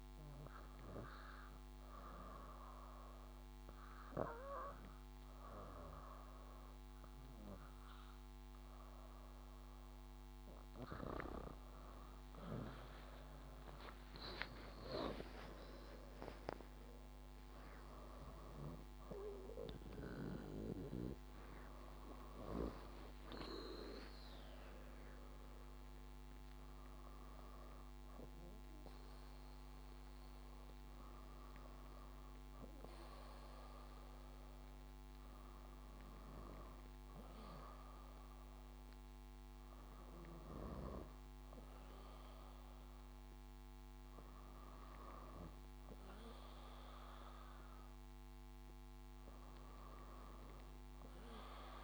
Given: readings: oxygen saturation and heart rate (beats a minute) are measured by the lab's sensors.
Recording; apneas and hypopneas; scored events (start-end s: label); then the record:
breathing in sleep by a microphone on the trachea; none
10.50-18.50 s: leg movement (device-marked)
13.00-17.50 s: arousal
17.00-34.00 s: drop in pulse transit time (device-marked, heart rate 69 before, 70 extreme)
20.00-51.84 s: new sleep stage, N2 (light sleep)
22.50-25.50 s: leg movement (device-marked)
From the record:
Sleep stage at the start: REM sleep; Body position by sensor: on the back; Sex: female